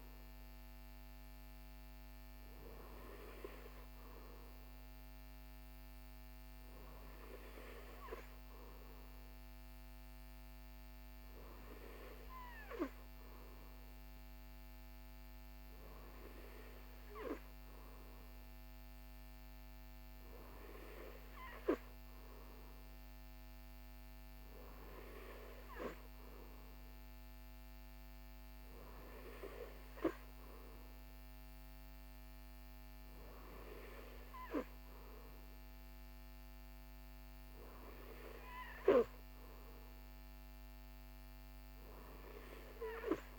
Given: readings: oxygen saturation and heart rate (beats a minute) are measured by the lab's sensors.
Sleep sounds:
breathing in sleep by a microphone on the trachea; none
none scored
From the record:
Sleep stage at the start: N3 (deep sleep); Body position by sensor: on the right side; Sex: male

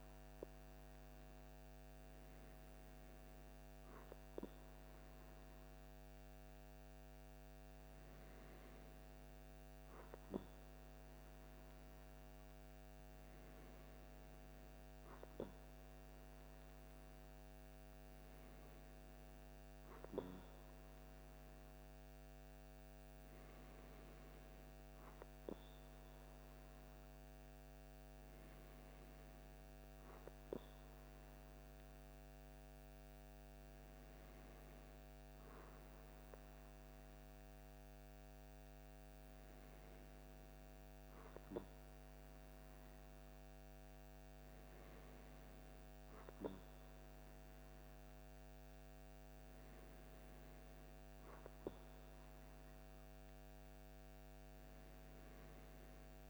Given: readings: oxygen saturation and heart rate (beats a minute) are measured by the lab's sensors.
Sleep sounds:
breathing in sleep, hard to hear, by a microphone on the trachea; none
none scored
From the record:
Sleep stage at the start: N2 (light sleep); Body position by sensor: on the back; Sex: male

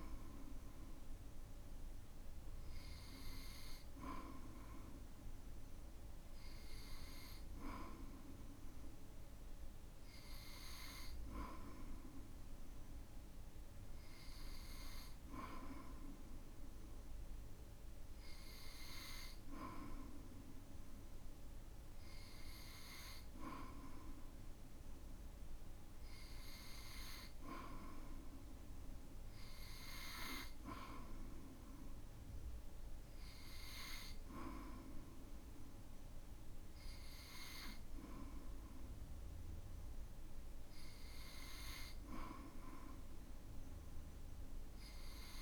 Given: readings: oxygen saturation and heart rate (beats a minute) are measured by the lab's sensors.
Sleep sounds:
breathing in sleep by a room microphone; none
none scored
From the record:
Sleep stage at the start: N2 (light sleep); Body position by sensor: on the back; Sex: male

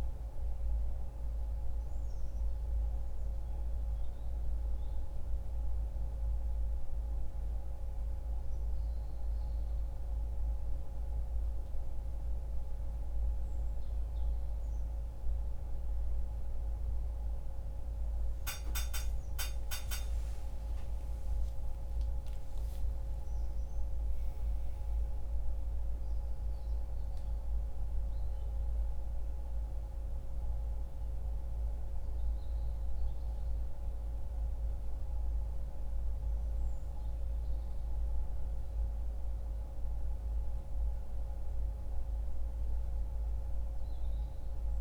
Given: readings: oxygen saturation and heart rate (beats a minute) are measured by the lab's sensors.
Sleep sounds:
a person awake in a sleep study, hard to hear, by a room microphone; none
none scored
From the record:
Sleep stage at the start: awake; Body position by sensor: upright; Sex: male

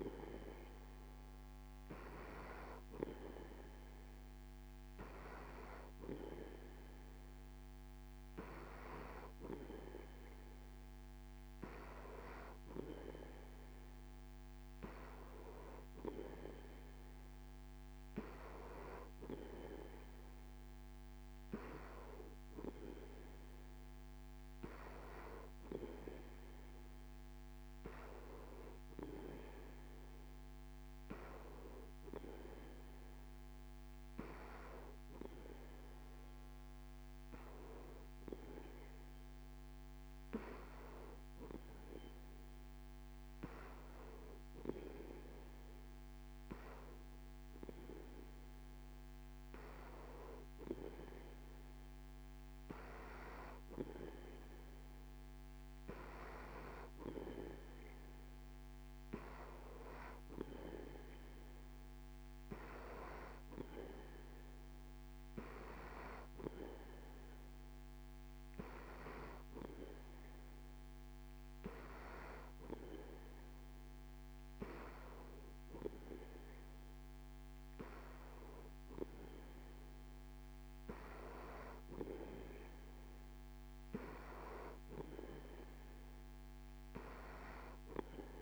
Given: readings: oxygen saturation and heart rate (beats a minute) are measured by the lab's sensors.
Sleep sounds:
breathing in sleep by a microphone on the trachea; none
none scored
From the record:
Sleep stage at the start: N3 (deep sleep); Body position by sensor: on the back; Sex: male

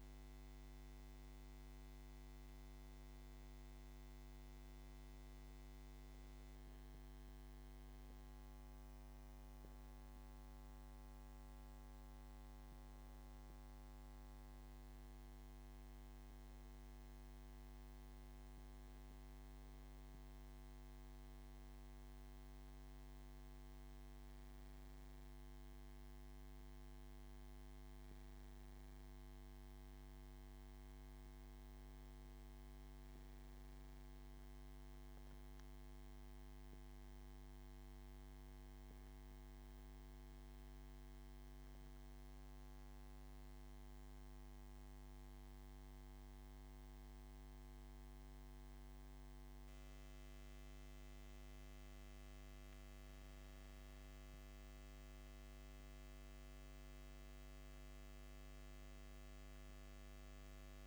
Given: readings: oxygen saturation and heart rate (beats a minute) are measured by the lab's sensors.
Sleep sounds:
a person awake in a sleep study, hard to hear, by a microphone on the trachea; none
none scored
From the record:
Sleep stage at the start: awake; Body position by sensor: on the back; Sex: male

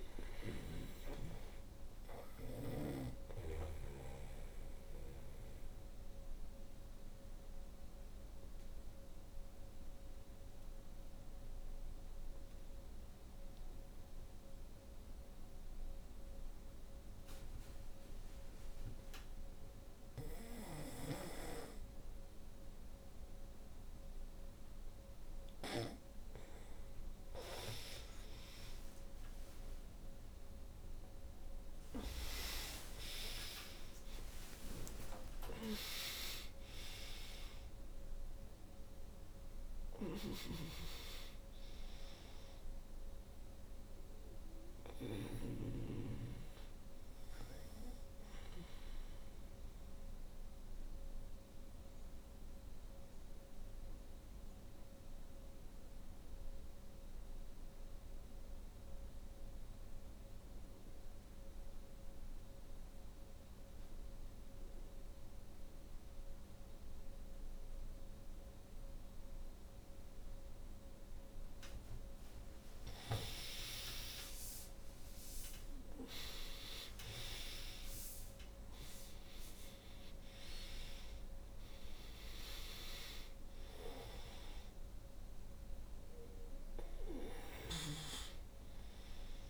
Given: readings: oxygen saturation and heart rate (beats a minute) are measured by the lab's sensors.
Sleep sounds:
breathing in sleep by a room microphone; 2
0.00-22.00 s: oxygen desaturation (device-marked, oxygen 85% lowest, heart rate 60 extreme)
1.50-26.00 s: obstructive apnea (oxygen 96% before, 84% lowest, heart rate 67 before, 55 extreme, up 11 after)
27.50-33.50 s: arousal
33.00-68.00 s: oxygen desaturation (device-marked, oxygen 96% before, 84% lowest, heart rate 64 before, 55 extreme)
49.50-71.50 s: obstructive apnea (oxygen 96% before, 80% lowest, heart rate 70 before, 57 extreme, up 7 after)
73.50-77.00 s: arousal
80.00-89.50 s: oxygen desaturation (device-marked, oxygen 96% before, 80% lowest, heart rate 65 before, 58 extreme)
86.50-89.50 s: snoring (device-marked)
From the record:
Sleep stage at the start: N2 (light sleep); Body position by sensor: on the back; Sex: female

